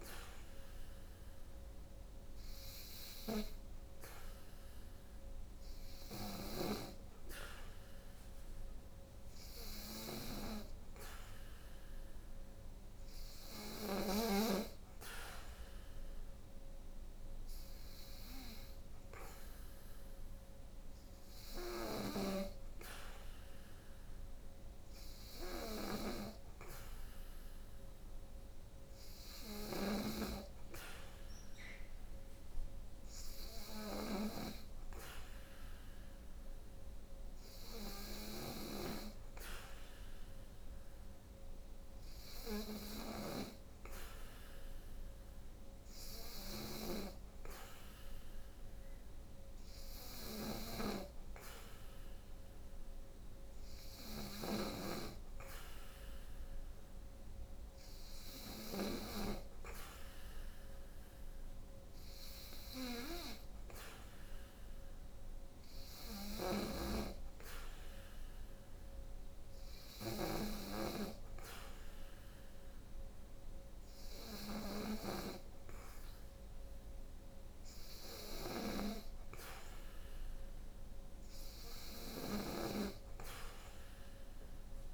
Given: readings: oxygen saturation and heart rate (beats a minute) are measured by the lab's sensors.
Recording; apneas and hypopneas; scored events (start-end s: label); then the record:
breathing in sleep by a room microphone; none
53.50-58.50 s: snoring (device-marked)
65.50-84.94 s: snoring (device-marked)
From the record:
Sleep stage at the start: N3 (deep sleep); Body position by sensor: on the back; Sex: female